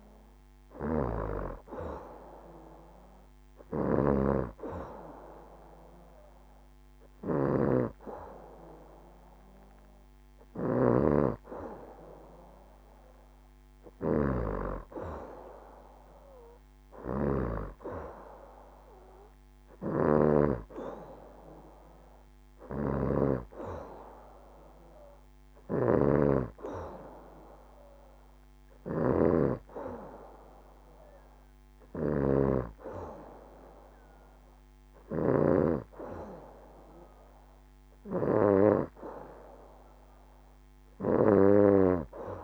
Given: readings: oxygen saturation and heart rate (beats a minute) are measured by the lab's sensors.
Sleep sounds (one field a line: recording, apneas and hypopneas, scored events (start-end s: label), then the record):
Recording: breathing in sleep by a microphone on the trachea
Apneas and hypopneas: none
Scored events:
0.00-20.00 s: snoring (device-marked)
22.00-42.44 s: snoring (device-marked)
From the record:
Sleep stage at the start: N2 (light sleep)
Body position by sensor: on the back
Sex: female